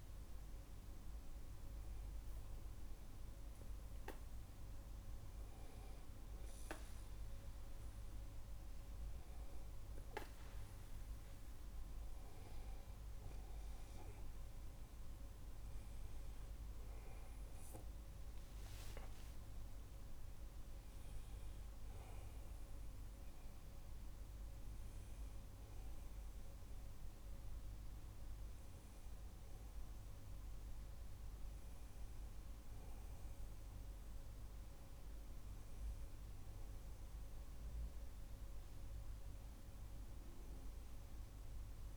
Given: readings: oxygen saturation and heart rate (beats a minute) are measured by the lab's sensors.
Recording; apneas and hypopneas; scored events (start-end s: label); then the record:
breathing in sleep, hard to hear, by a room microphone; none
14.50-18.00 s: arousal
From the record:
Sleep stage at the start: N2 (light sleep); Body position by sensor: on the back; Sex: male